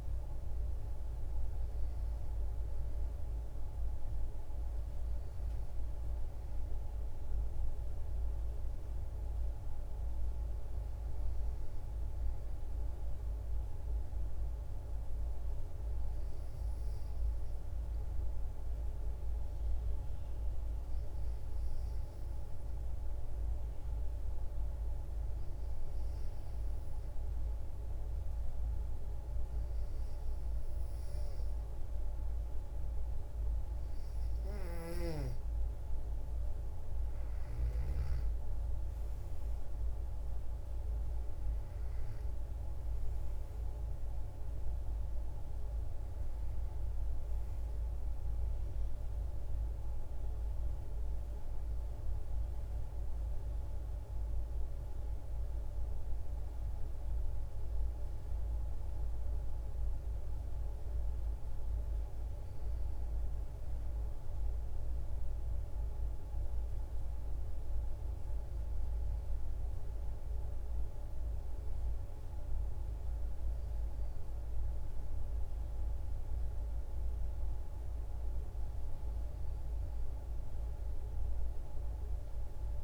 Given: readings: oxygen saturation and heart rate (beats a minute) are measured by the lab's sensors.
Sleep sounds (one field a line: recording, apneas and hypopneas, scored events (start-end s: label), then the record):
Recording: breathing in sleep, hard to hear, by a room microphone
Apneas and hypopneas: 1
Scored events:
8.50-12.00 s: arousal
15.00-31.00 s: hypopnea (oxygen 94% before, 90% lowest, heart rate 55 before, 55 extreme, up 4 after)
32.00-63.00 s: oxygen desaturation (device-marked, oxygen 94% before, 90% lowest, heart rate 56 before, 54 extreme)
34.50-38.00 s: snoring (device-marked)
35.50-39.00 s: arousal
From the record:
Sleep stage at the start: N2 (light sleep)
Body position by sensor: on the back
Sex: female